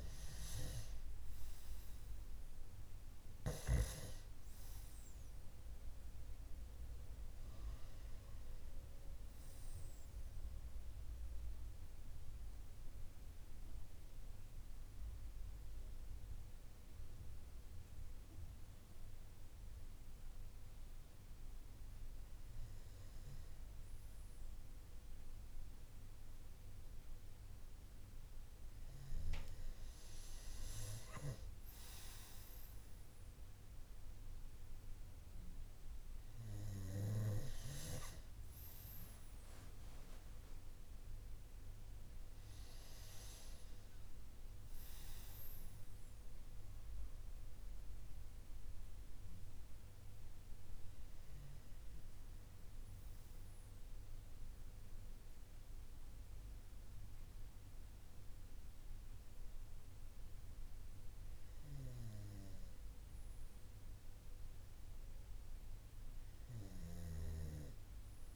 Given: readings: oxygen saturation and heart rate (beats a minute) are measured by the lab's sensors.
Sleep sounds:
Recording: breathing in sleep by a room microphone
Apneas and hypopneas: 1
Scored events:
0.00-4.00 s: arousal
10.00-28.50 s: hypopnea (oxygen 95% before, 93% lowest)
30.50-36.00 s: arousal
33.00-57.00 s: oxygen desaturation (device-marked, oxygen 96% before, 93% lowest)
From the record:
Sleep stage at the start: N2 (light sleep)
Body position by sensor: on the right side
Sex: male

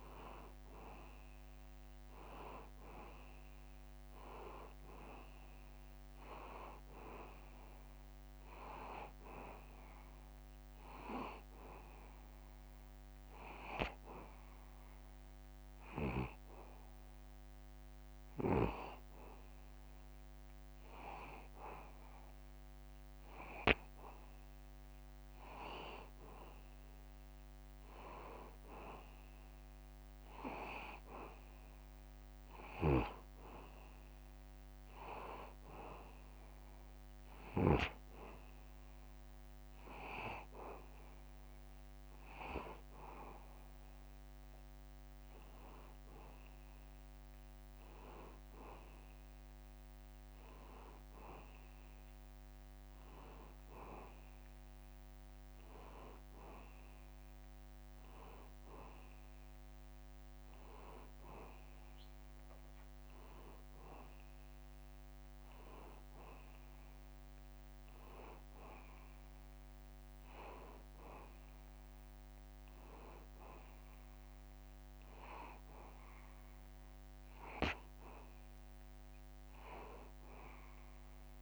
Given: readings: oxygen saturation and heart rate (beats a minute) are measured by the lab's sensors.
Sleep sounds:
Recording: breathing in sleep by a microphone on the trachea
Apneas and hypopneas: 1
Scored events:
3.00-7.00 s: arousal
13.00-23.50 s: hypopnea (oxygen 93% before, 91% lowest, heart rate 83 before, 81 extreme, up 0 after)
30.00-34.50 s: arousal
33.00-38.50 s: snoring (device-marked)
From the record:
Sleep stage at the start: N2 (light sleep)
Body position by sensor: on the back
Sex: male

